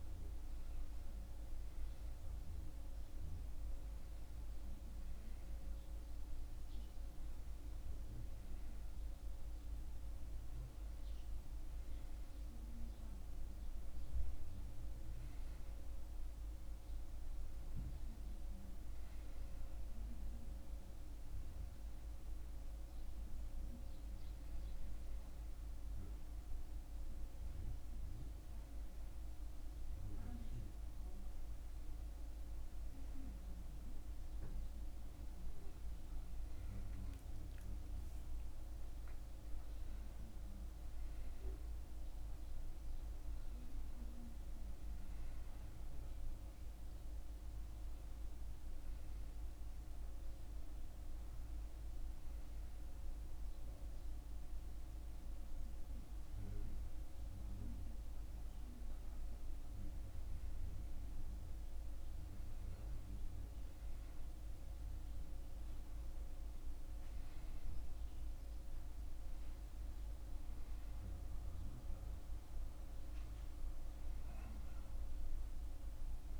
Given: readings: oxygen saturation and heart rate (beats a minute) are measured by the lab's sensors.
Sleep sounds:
a person partly awake in a sleep study, hard to hear, by a room microphone; none
27.00-76.39 s: new sleep stage, N1 (lightest sleep)
From the record:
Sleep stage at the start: awake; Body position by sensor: on the back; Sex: male

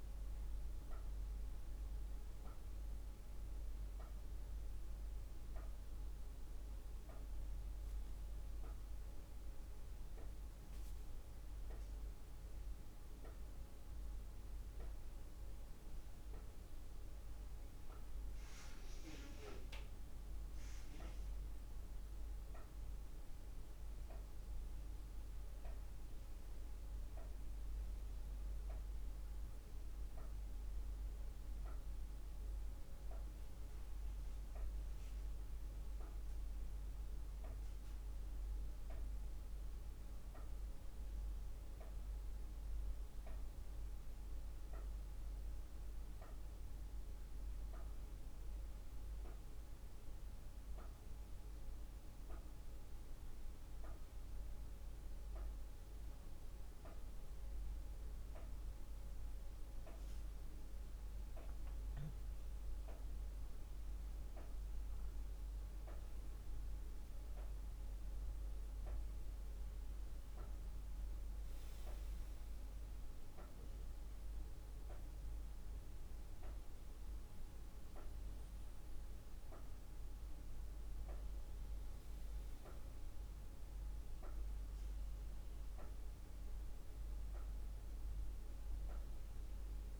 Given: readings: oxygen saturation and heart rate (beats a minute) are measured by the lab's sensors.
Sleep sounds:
breathing in sleep, hard to hear, by a room microphone; 1
39.00-50.50 s: central apnea (oxygen 98% before, 94% lowest, heart rate 56 before, 53 extreme, up 4 after)
48.00-89.99 s: new sleep stage, N2 (light sleep)
53.50-58.00 s: arousal
56.00-75.00 s: oxygen desaturation (device-marked, oxygen 97% before, 94% lowest, heart rate 55 before, 51 extreme)
From the record:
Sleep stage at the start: N1 (lightest sleep); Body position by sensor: on the back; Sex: female

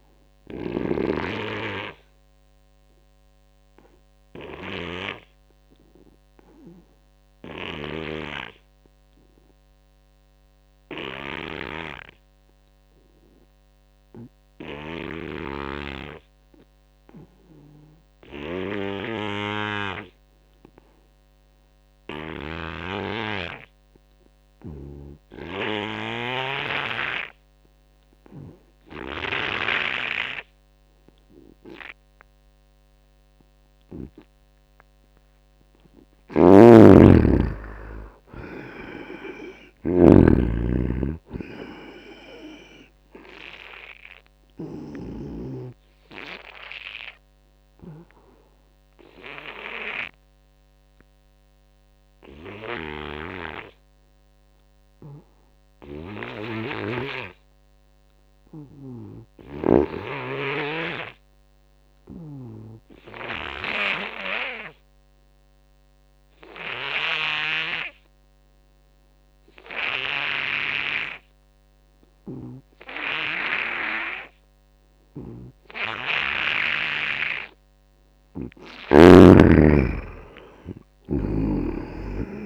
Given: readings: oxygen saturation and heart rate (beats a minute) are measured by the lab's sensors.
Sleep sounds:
breathing in sleep by a microphone on the trachea; 2
0.00-1.00 s: snoring (device-marked)
1.50-33.50 s: obstructive apnea (oxygen 97% before, 80% lowest, heart rate 90 before, 78 extreme, up 5 after)
23.50-55.50 s: oxygen desaturation (device-marked, oxygen 97% before, 82% lowest, heart rate 82 before, 75 extreme)
35.50-38.50 s: arousal
36.00-45.00 s: snoring (device-marked)
44.00-77.00 s: obstructive apnea (oxygen 97% before, 77% lowest, heart rate 81 before, 75 extreme, up 2 after)
67.50-82.46 s: oxygen desaturation (device-marked, oxygen 98% before, 77% lowest, heart rate 84 before, 75 extreme)
72.50-74.50 s: long interval between heartbeats (device-marked, heart rate 83 before, 88 extreme)
79.00-82.46 s: arousal
81.00-82.46 s: snoring (device-marked)
From the record:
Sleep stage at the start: N2 (light sleep); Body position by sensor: on the front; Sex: male

